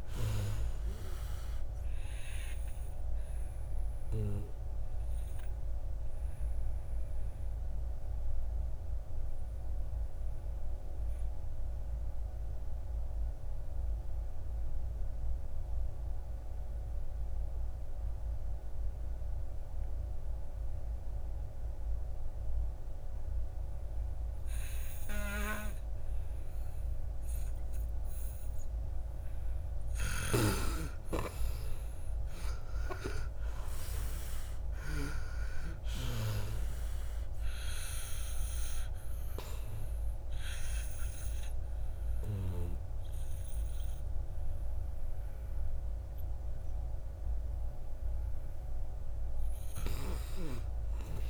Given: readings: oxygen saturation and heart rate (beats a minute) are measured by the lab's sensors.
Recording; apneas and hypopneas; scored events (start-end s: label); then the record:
breathing in sleep by a room microphone; 1
0.00-12.00 s: oxygen desaturation (device-marked, oxygen 75% lowest, heart rate 56 extreme)
2.00-29.00 s: obstructive apnea (oxygen 97% before, 75% lowest, heart rate 71 before, 56 extreme, up 11 after)
26.00-51.00 s: oxygen desaturation (device-marked, oxygen 98% before, 82% lowest, heart rate 59 before, 58 extreme)
31.00-35.00 s: arousal
From the record:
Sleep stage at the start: N2 (light sleep); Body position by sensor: on the back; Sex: male